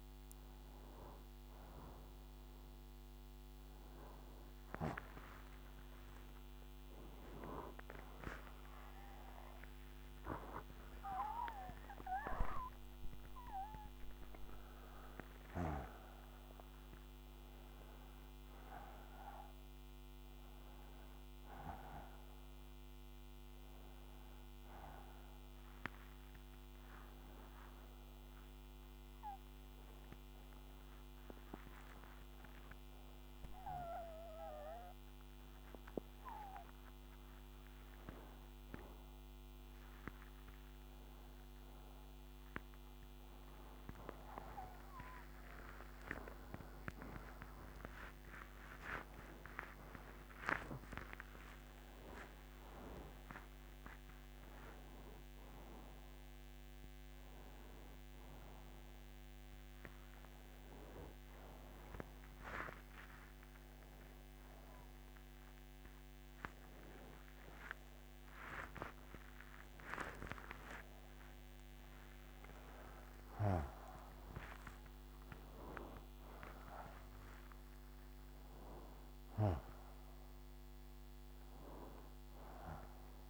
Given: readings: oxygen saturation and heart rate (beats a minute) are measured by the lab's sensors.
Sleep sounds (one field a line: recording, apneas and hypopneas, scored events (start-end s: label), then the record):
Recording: a person awake in a sleep study, by a microphone on the trachea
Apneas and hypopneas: none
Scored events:
19.50-33.50 s: oxygen desaturation (device-marked, oxygen 94% before, 90% lowest, heart rate 87 before, 81 extreme)
53.50-69.50 s: oxygen desaturation (device-marked, oxygen 95% before, 91% lowest, heart rate 91 before, 76 extreme)
From the record:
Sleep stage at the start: awake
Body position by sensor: on the right side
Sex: male